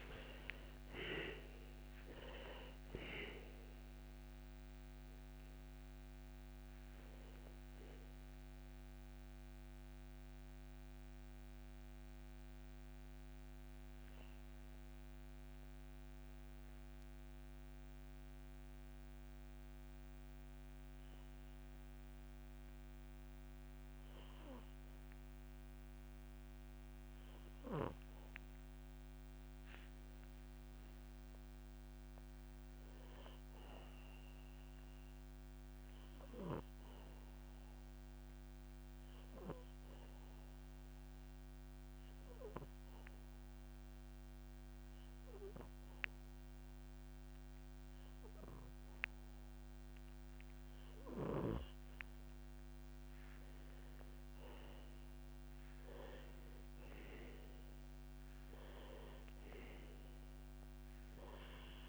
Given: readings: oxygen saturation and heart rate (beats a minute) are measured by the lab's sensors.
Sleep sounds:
breathing in sleep by a microphone on the trachea; 2
0.00-27.50 s: oxygen desaturation (device-marked, oxygen 74% lowest)
9.00-22.50 s: mixed apnea (oxygen 95% before, 74% lowest, heart rate 50 before, 66 extreme, up 1 after)
28.00-32.00 s: arousal
36.00-51.50 s: obstructive apnea (oxygen 100% before, 91% lowest, heart rate 69 before, 63 extreme, up 2 after)
53.50-58.50 s: arousal
57.50-61.89 s: oxygen desaturation (device-marked, oxygen 96% before, 91% lowest, heart rate 67 before, 29 extreme)
From the record:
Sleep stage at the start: REM sleep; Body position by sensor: on the back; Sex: male

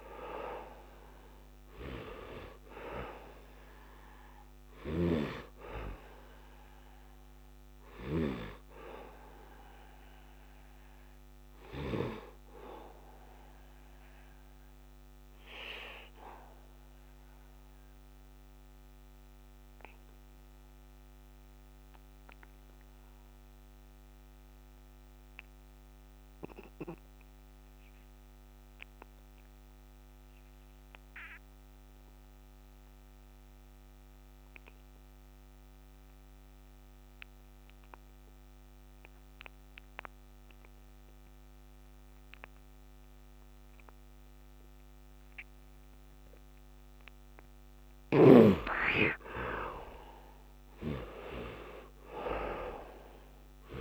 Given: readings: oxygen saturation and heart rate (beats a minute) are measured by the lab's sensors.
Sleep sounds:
breathing in sleep by a microphone on the trachea; 1
0.00-19.50 s: oxygen desaturation (device-marked, oxygen 77% lowest, heart rate 72 extreme)
6.50-53.81 s: new sleep stage, REM sleep
9.00-47.50 s: obstructive apnea (oxygen 97% before, 69% lowest, heart rate 78 before, 70 extreme, up 9 after)
34.50-53.81 s: oxygen desaturation (device-marked, oxygen 99% before, 69% lowest, heart rate 74 before, 70 extreme)
48.50-52.50 s: arousal
From the record:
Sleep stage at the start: N2 (light sleep); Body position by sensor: on the back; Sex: male

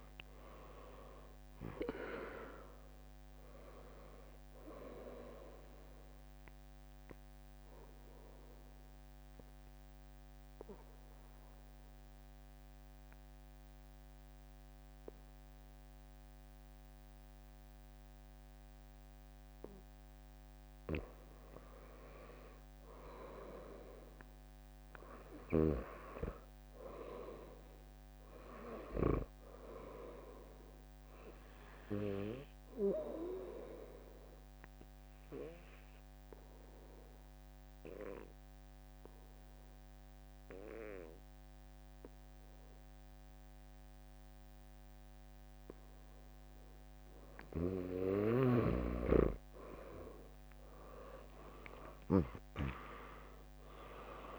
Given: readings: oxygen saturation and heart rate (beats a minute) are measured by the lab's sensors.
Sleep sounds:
breathing in sleep by a microphone on the trachea; 2
0.00-1.00 s: arousal
1.50-20.50 s: drop in pulse transit time (device-marked, heart rate 75 before, 66 extreme)
6.50-20.50 s: mixed apnea (oxygen 100% before, 96% lowest, heart rate 72 before, 59 extreme)
19.50-21.50 s: bradycardia (device-marked, heart rate 75 before, 65 extreme)
23.00-26.50 s: arousal
34.00-45.00 s: mixed apnea (oxygen 100% before, 95% lowest, heart rate 67 before, 58 extreme, up 2 after)
36.50-43.50 s: drop in pulse transit time (device-marked, heart rate 65 before, 74 extreme)
47.50-49.50 s: bradycardia (device-marked, heart rate 74 before, 65 extreme)
52.00-54.39 s: arousal
From the record:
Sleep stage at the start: N2 (light sleep); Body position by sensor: on the back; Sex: female

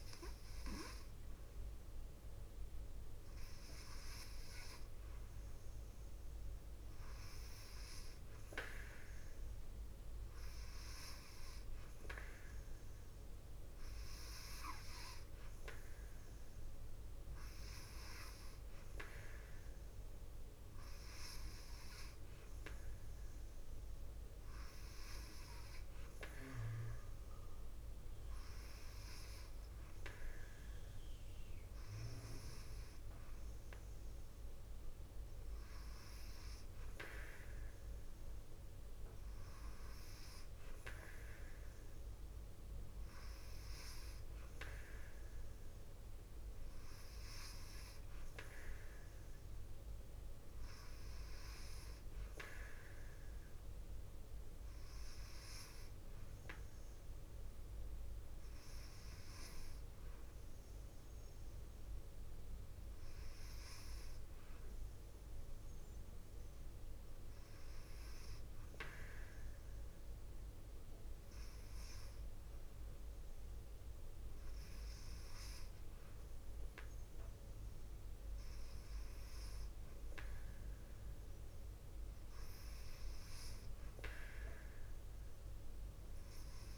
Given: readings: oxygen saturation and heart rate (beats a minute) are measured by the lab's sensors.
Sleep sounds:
breathing in sleep by a room microphone; none
1.50-21.50 s: oxygen desaturation (device-marked, oxygen 96% before, 91% lowest, heart rate 54 before, 55 extreme)
From the record:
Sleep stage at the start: N2 (light sleep); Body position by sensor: on the left side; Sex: female

